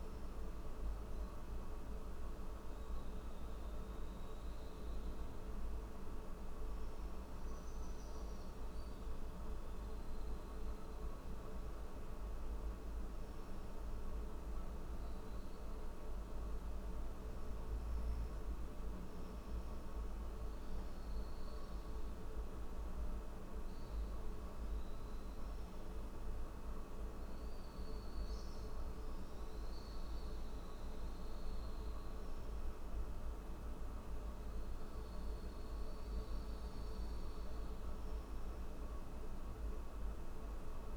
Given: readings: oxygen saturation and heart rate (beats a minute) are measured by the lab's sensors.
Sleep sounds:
breathing in sleep, hard to hear, by a room microphone; none
none scored
From the record:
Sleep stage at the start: N3 (deep sleep); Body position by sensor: on the back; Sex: male

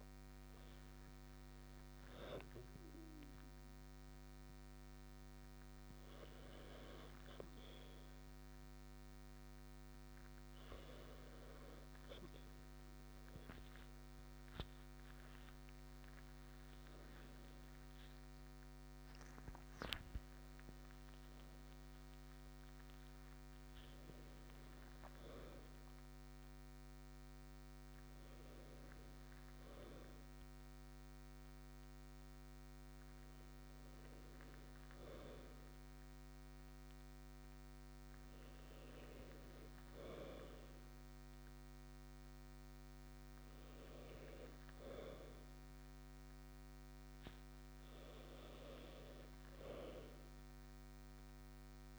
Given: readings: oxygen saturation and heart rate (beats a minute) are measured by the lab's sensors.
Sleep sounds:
breathing in sleep by a microphone on the trachea; 1
2.00-13.50 s: hypopnea (oxygen 97% before, 95% lowest, heart rate 75 before, 70 extreme, up 10 after)
17.00-22.00 s: arousal
From the record:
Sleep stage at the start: N2 (light sleep); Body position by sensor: on the right side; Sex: male

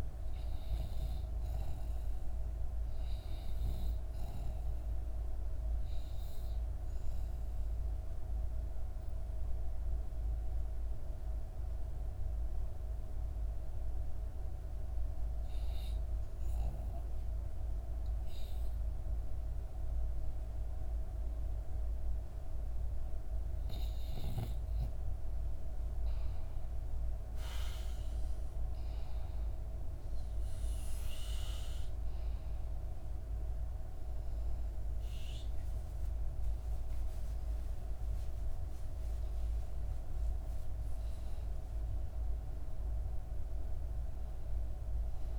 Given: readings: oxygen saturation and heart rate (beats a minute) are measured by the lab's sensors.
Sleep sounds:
breathing in sleep, hard to hear, by a room microphone; 1
0.00-11.50 s: oxygen desaturation (device-marked, oxygen 94% lowest, heart rate 64 extreme)
4.00-21.00 s: hypopnea (oxygen 98% before, 92% lowest, heart rate 65 before, 64 extreme, up 4 after)
24.50-29.00 s: arousal
29.50-40.50 s: oxygen desaturation (device-marked, oxygen 95% before, 92% lowest, heart rate 65 before, 63 extreme)
From the record:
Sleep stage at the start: REM sleep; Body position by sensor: on the back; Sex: female

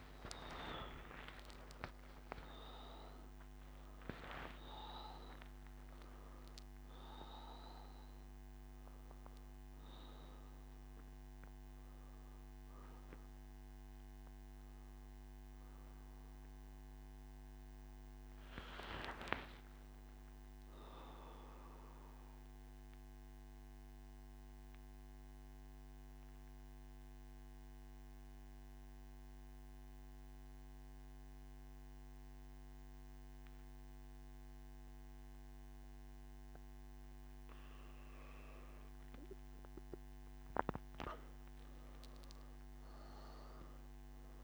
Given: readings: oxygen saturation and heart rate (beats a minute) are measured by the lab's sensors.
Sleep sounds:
breathing in sleep by a microphone on the trachea; none
36.00-44.43 s: oxygen desaturation (device-marked, oxygen 99% before, 94% lowest, heart rate 134 before, 111 extreme)
From the record:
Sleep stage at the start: N1 (lightest sleep); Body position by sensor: on the back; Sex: male

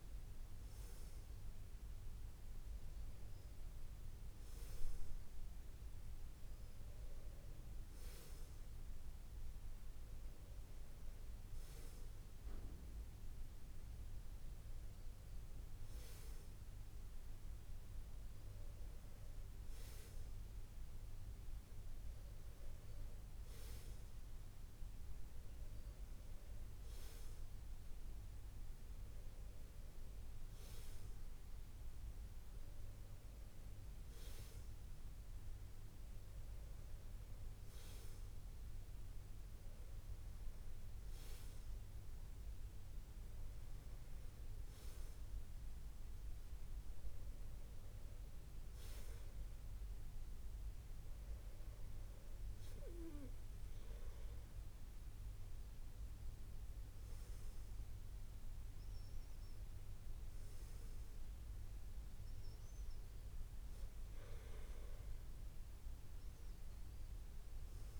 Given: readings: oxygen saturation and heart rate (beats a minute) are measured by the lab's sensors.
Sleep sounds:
breathing in sleep, hard to hear, by a room microphone; none
60.50-62.50 s: long interval between heartbeats (device-marked, heart rate 81 before, 83 extreme)
From the record:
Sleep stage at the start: N2 (light sleep); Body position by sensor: on the back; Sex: male

